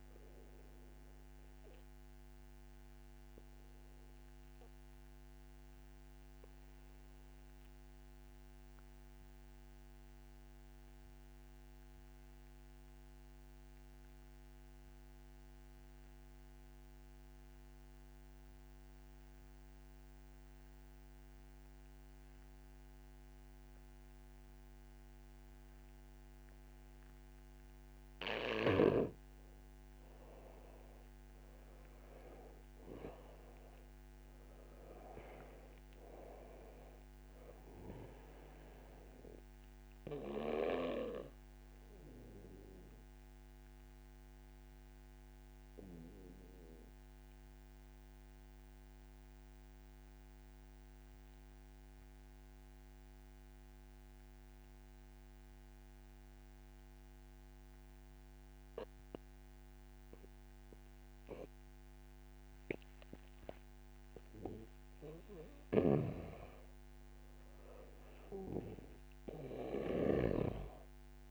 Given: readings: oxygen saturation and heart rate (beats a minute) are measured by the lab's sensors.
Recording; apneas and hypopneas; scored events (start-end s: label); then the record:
breathing in sleep by a microphone on the trachea; 2
0.00-18.00 s: oxygen desaturation (device-marked, oxygen 90% lowest, heart rate 26 extreme)
1.50-28.50 s: obstructive apnea (oxygen 97% before, 88% lowest, heart rate 60 before, 26 extreme, up 2 after)
28.00-56.00 s: oxygen desaturation (device-marked, oxygen 97% before, 88% lowest, heart rate 64 before, 26 extreme)
31.00-35.50 s: arousal
40.50-65.00 s: obstructive apnea (oxygen 97% before, 88% lowest, heart rate 52 before, 58 extreme, up 2 after)
65.50-70.50 s: snoring (device-marked)
67.00-69.50 s: arousal
70.00-71.31 s: oxygen desaturation (device-marked, oxygen 97% before, 92% lowest, heart rate 68 before, 39 extreme)
From the record:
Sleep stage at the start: N2 (light sleep); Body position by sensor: on the back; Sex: male